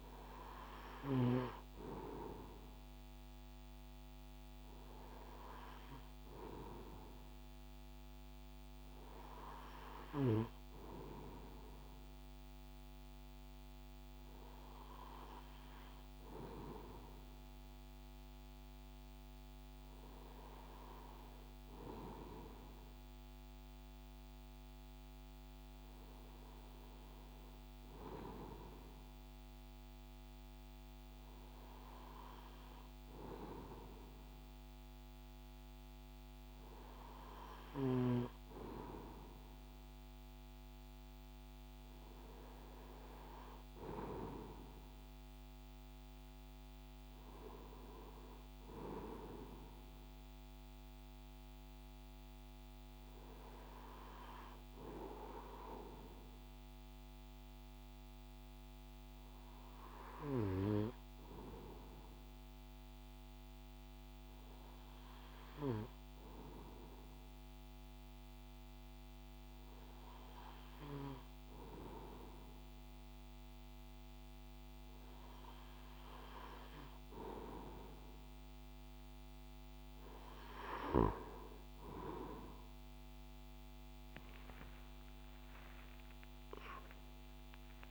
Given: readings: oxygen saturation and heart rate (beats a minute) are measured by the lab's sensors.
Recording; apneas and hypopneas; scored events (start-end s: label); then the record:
breathing in sleep by a microphone on the trachea; none
82.50-87.91 s: new sleep stage, N1 (lightest sleep)
From the record:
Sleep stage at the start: N2 (light sleep); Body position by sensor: on the right side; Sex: male